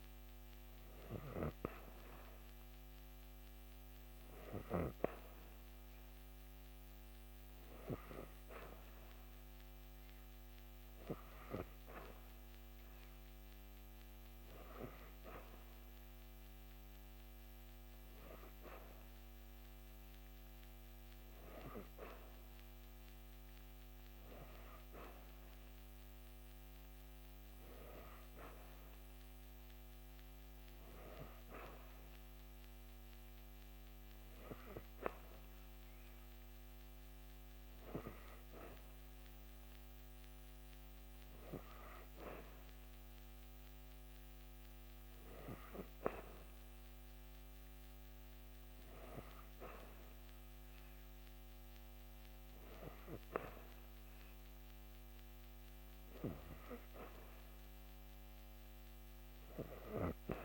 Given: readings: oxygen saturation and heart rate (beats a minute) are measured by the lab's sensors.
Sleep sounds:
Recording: breathing in sleep by a microphone on the trachea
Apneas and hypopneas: none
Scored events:
none scored
From the record:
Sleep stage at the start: N3 (deep sleep)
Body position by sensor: on the back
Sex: female

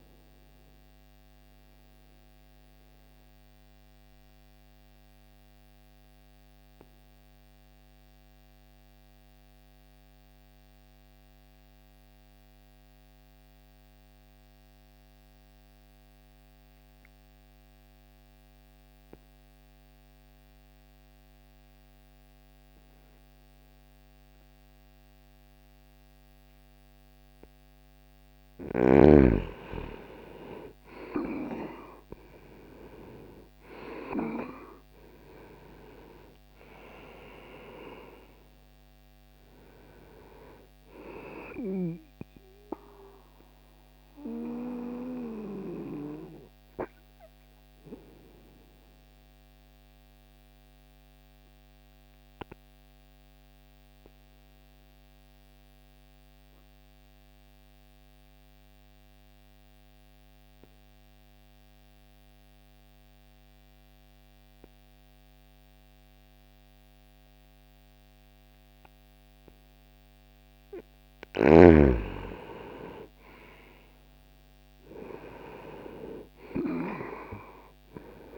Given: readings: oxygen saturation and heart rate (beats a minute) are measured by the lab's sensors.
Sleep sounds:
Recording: breathing in sleep by a microphone on the trachea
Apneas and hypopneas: 2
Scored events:
0.00-14.00 s: oxygen desaturation (device-marked, oxygen 82% lowest)
0.50-27.00 s: obstructive apnea (oxygen 98% before, 82% lowest)
29.00-33.50 s: arousal
31.00-65.00 s: oxygen desaturation (device-marked, oxygen 98% before, 83% lowest)
48.00-69.00 s: obstructive apnea (oxygen 98% before, 83% lowest)
72.00-77.00 s: arousal
72.00-78.38 s: oxygen desaturation (device-marked, oxygen 98% before, 84% lowest)
From the record:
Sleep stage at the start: N2 (light sleep)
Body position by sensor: on the back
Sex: male

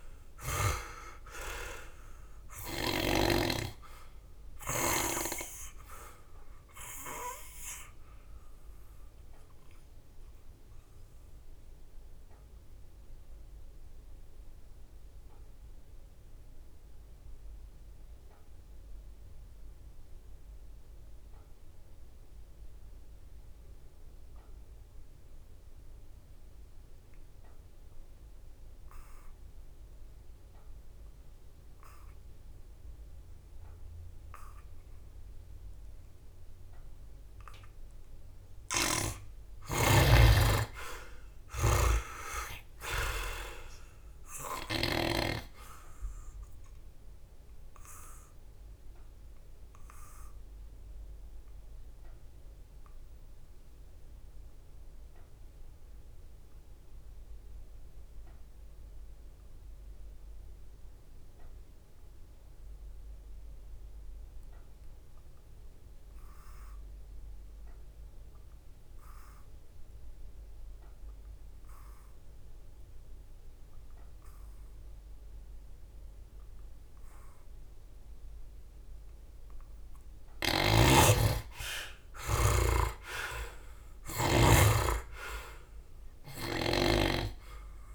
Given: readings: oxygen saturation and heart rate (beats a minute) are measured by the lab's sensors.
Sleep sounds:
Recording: breathing in sleep by a room microphone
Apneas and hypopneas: 2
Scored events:
0.00-3.00 s: snoring (device-marked)
0.00-20.00 s: oxygen desaturation (device-marked, oxygen 65% lowest, heart rate 60 extreme)
5.50-36.50 s: obstructive apnea (oxygen 97% before, 65% lowest, heart rate 71 before, 64 extreme, up 10 after)
22.00-65.00 s: oxygen desaturation (device-marked, oxygen 98% before, 66% lowest, heart rate 71 before, 66 extreme)
39.00-43.00 s: snoring (device-marked)
39.50-42.50 s: arousal
46.50-79.00 s: obstructive apnea (oxygen 98% before, 63% lowest, heart rate 70 before, 66 extreme, up 7 after)
67.00-87.95 s: oxygen desaturation (device-marked, oxygen 96% before, 66% lowest, heart rate 70 before, 68 extreme)
80.00-84.00 s: snoring (device-marked)
81.00-83.50 s: arousal
From the record:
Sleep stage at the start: N2 (light sleep)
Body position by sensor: on the back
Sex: male

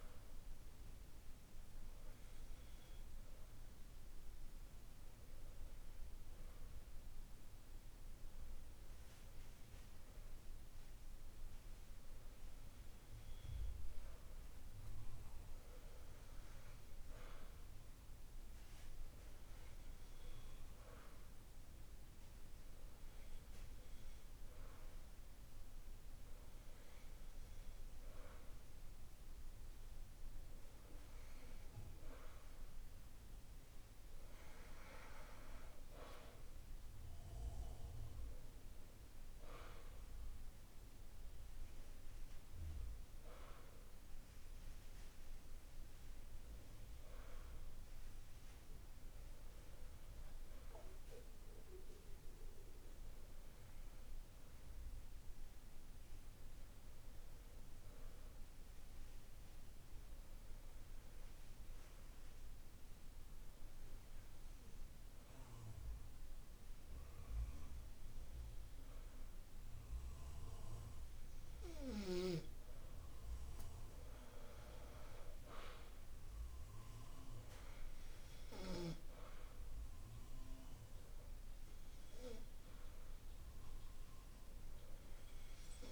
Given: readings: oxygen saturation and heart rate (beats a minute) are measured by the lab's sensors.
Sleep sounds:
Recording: breathing in sleep by a room microphone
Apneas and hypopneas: 2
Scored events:
0.50-14.50 s: hypopnea (oxygen 96% before, 94% lowest, heart rate 51 before, 48 extreme, up 4 after)
16.50-20.00 s: arousal
48.00-72.50 s: hypopnea (oxygen 95% before, 94% lowest, heart rate 50 before, 49 extreme, up 6 after)
75.00-78.50 s: arousal
From the record:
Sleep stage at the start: N2 (light sleep)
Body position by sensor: on the back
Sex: male

